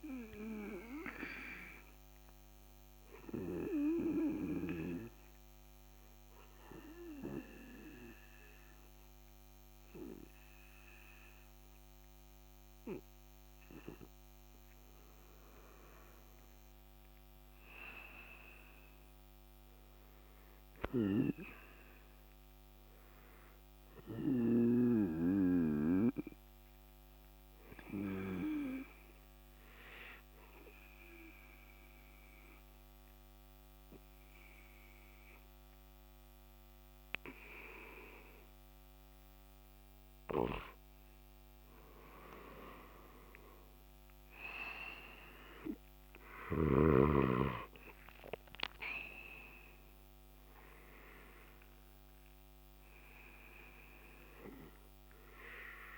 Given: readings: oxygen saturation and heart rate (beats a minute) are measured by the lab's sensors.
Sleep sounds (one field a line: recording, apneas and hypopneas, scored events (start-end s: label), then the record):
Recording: breathing in sleep by a microphone on the trachea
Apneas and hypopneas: 2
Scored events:
1.50-13.50 s: obstructive apnea (oxygen 97% before, 94% lowest, heart rate 73 before, 65 extreme, up 5 after)
15.50-19.50 s: arousal
25.00-40.00 s: obstructive apnea (oxygen 97% before, 91% lowest, heart rate 69 before, 68 extreme, up 5 after)
42.00-46.50 s: arousal
47.50-55.98 s: oxygen desaturation (device-marked, oxygen 97% before, 94% lowest, heart rate 70 before, 66 extreme)
From the record:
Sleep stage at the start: N2 (light sleep)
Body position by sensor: on the right side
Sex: male